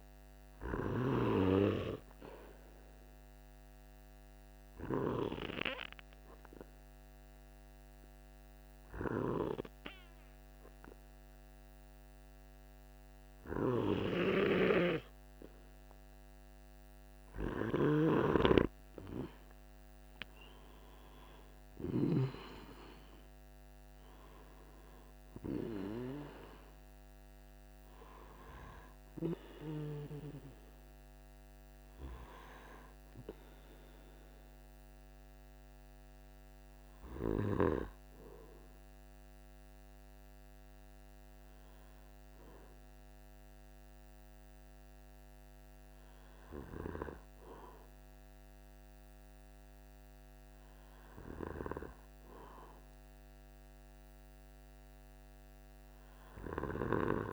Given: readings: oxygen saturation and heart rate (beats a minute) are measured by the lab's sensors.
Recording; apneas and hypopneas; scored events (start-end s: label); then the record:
breathing in sleep by a microphone on the trachea; 2
1.00-15.00 s: obstructive apnea (oxygen 96% before, 95% lowest, heart rate 47 before, 46 extreme, up 5 after)
17.00-21.50 s: snoring (device-marked)
17.50-23.50 s: arousal
38.50-51.00 s: hypopnea (oxygen 95% before, 94% lowest, heart rate 49 before, 46 extreme, up 1 after)
54.00-57.33 s: arousal
From the record:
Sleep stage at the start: N2 (light sleep); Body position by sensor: on the back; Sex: male